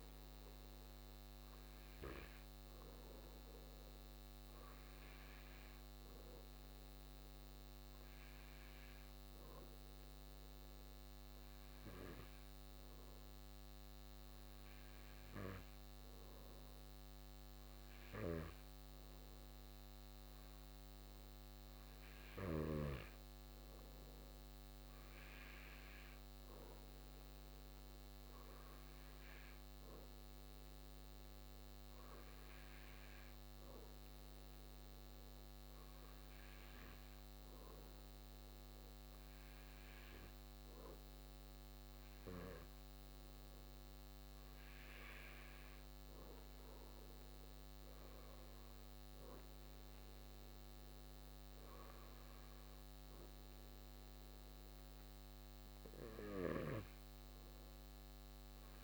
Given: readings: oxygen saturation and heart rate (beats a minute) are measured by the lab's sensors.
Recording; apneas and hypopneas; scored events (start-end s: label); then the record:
breathing in sleep by a microphone on the trachea; 2
0.00-1.00 s: arousal
5.00-18.00 s: obstructive apnea (oxygen 96% before, 95% lowest)
24.50-29.00 s: arousal
32.50-44.50 s: obstructive apnea (oxygen 96% before, 95% lowest)
46.50-51.50 s: arousal
From the record:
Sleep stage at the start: N2 (light sleep); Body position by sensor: on the back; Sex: male